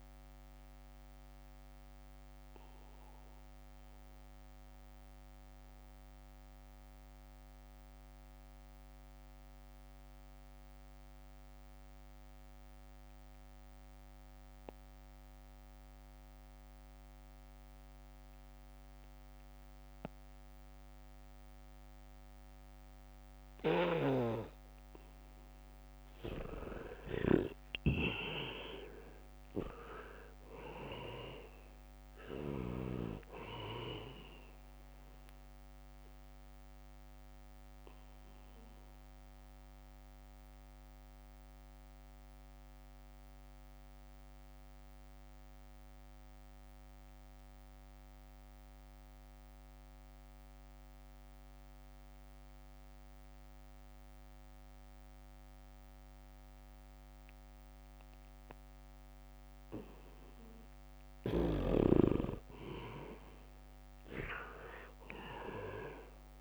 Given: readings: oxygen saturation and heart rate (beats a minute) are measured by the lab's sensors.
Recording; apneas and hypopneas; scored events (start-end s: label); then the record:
breathing in sleep by a microphone on the trachea; 2
0.00-3.00 s: leg movement (device-marked)
0.00-15.00 s: oxygen desaturation (device-marked, oxygen 76% lowest, heart rate 62 extreme)
1.50-26.00 s: mixed apnea (oxygen 99% before, 76% lowest, heart rate 68 before, 62 extreme, up 3 after)
20.00-56.00 s: oxygen desaturation (device-marked, oxygen 99% before, 78% lowest, heart rate 72 before, 62 extreme)
23.00-26.00 s: leg movement (device-marked)
26.00-31.00 s: leg movement (device-marked)
27.50-30.50 s: arousal
32.50-33.50 s: leg movement (device-marked)
38.00-61.00 s: mixed apnea (oxygen 99% before, 78% lowest, heart rate 67 before, 65 extreme, up 1 after)
58.00-66.41 s: oxygen desaturation (device-marked, oxygen 99% before, 79% lowest, heart rate 71 before, 64 extreme)
63.00-66.00 s: arousal
From the record:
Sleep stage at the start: N2 (light sleep); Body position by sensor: on the back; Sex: male